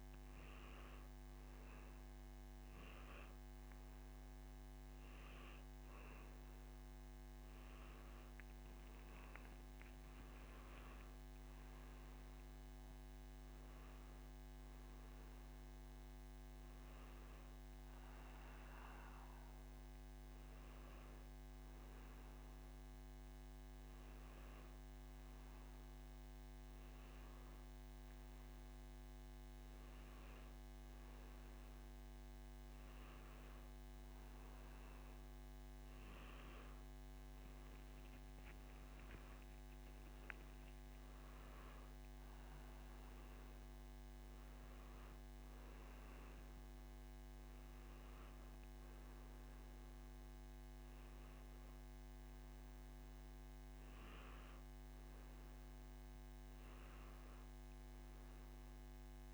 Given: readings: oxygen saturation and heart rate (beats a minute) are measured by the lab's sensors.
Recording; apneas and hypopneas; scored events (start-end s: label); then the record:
breathing in sleep, hard to hear, by a microphone on the trachea; none
13.50-22.50 s: oxygen desaturation (device-marked, oxygen 96% before, 93% lowest, heart rate 92 before, 86 extreme)
From the record:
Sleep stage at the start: N2 (light sleep); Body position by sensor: on the back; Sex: male